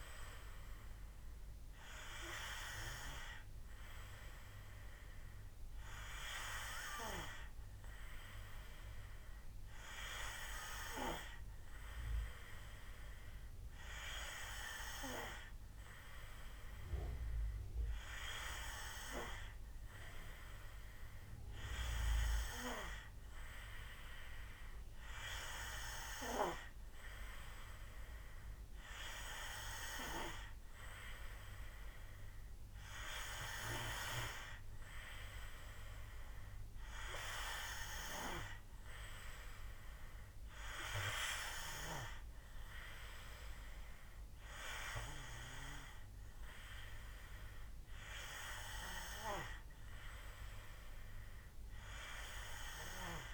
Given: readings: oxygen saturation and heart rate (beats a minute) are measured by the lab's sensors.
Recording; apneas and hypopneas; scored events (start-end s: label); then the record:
breathing in sleep by a room microphone; none
none scored
From the record:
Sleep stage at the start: N2 (light sleep); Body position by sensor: on the back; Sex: male